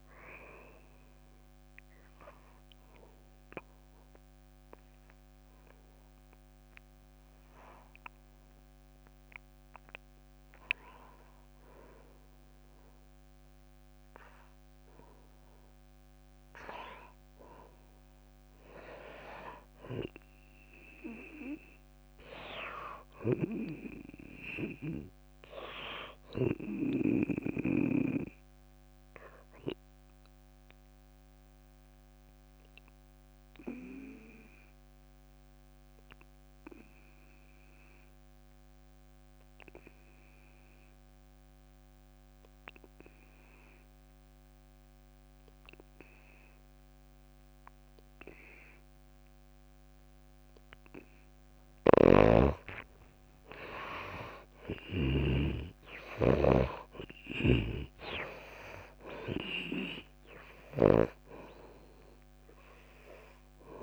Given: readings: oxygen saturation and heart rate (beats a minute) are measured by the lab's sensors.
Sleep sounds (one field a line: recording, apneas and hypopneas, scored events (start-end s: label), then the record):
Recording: breathing in sleep by a microphone on the trachea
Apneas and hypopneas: 2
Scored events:
0.00-3.50 s: drop in pulse transit time (device-marked, heart rate 70 extreme)
0.00-8.50 s: oxygen desaturation (device-marked, oxygen 78% lowest, heart rate 58 extreme)
4.50-15.00 s: hypopnea (oxygen 96% before, 88% lowest, heart rate 86 before, 58 extreme, up 1 after)
15.50-19.50 s: arousal
23.50-28.00 s: snoring (device-marked)
24.50-35.50 s: oxygen desaturation (device-marked, oxygen 99% before, 95% lowest, heart rate 68 before, 58 extreme)
27.00-51.00 s: obstructive apnea (oxygen 100% before, 87% lowest, heart rate 68 before, 58 extreme, up 11 after)
50.50-63.83 s: oxygen desaturation (device-marked, oxygen 97% before, 88% lowest, heart rate 60 before, 58 extreme)
52.00-55.50 s: snoring (device-marked)
53.00-57.50 s: arousal
57.50-61.50 s: snoring (device-marked)
From the record:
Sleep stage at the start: N2 (light sleep)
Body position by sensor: on the back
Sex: female